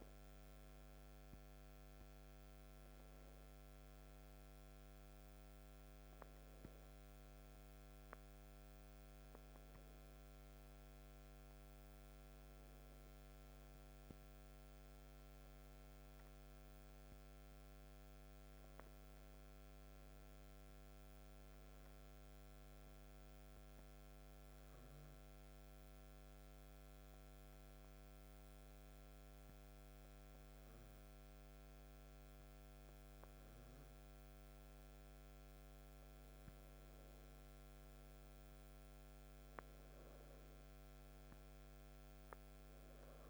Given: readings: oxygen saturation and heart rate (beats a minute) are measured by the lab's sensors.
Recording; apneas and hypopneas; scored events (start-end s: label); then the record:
breathing in sleep, hard to hear, by a microphone on the trachea; 1
23.00-36.00 s: obstructive apnea (oxygen 97% before, 95% lowest, heart rate 61 before, 59 extreme, up 5 after)
38.00-41.50 s: arousal
From the record:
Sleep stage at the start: N2 (light sleep); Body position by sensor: on the back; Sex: male